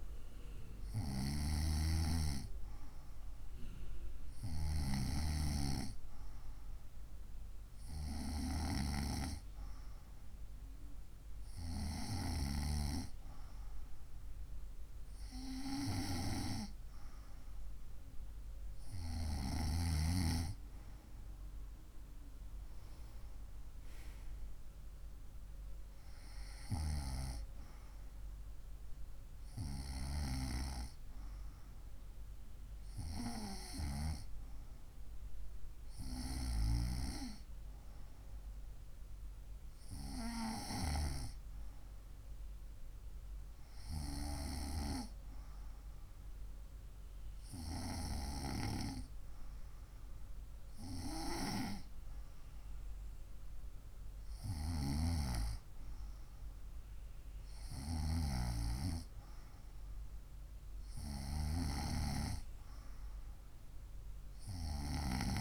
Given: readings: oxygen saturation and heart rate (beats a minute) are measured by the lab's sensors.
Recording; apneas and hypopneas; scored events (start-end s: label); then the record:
breathing in sleep by a room microphone; none
none scored
From the record:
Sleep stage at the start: N2 (light sleep); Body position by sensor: on the right side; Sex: female